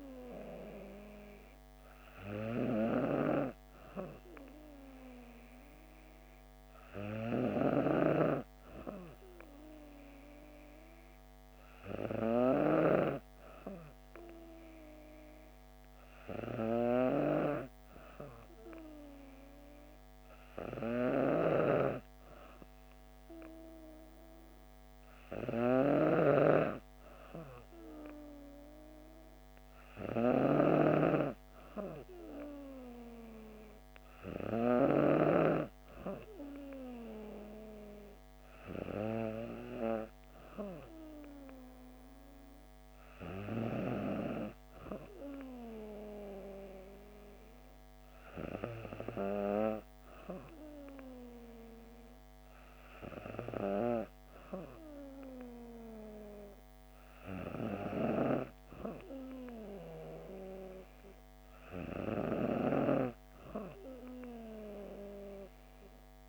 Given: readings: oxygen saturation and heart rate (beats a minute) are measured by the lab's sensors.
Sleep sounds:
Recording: breathing in sleep by a microphone on the trachea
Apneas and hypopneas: none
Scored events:
none scored
From the record:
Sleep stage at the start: N2 (light sleep)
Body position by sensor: on the back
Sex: female

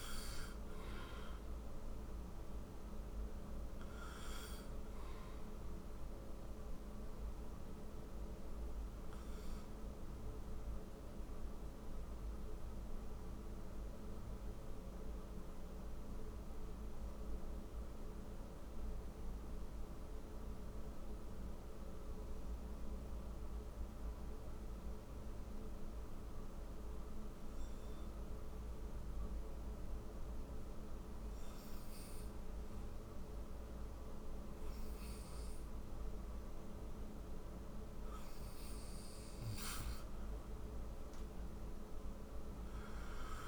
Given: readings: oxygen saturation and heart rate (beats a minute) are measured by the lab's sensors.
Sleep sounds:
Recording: breathing in sleep, hard to hear, by a room microphone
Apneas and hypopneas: 1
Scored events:
0.00-4.00 s: oxygen desaturation (device-marked, oxygen 89% lowest, heart rate 50 extreme)
9.00-32.50 s: hypopnea (oxygen 97% before, 89% lowest, heart rate 67 before, 54 extreme, up 5 after)
35.00-38.50 s: arousal
36.00-43.47 s: oxygen desaturation (device-marked, oxygen 98% before, 94% lowest, heart rate 57 before, 57 extreme)
From the record:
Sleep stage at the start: N2 (light sleep)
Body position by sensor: on the right side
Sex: male

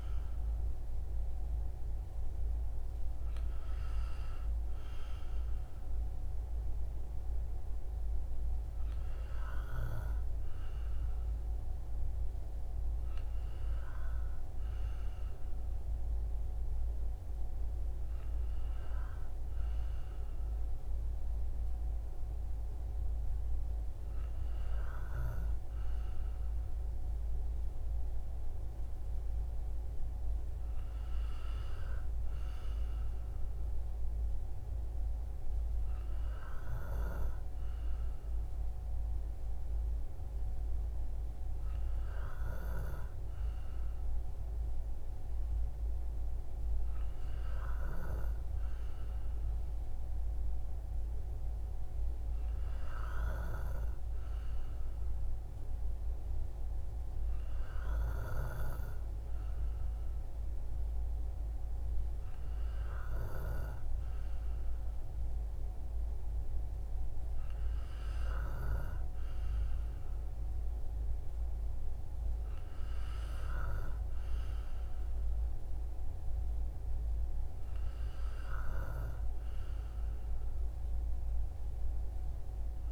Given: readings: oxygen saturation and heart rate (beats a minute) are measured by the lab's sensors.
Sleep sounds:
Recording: breathing in sleep by a room microphone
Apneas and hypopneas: none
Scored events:
none scored
From the record:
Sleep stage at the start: N2 (light sleep)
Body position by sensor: on the right side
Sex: male

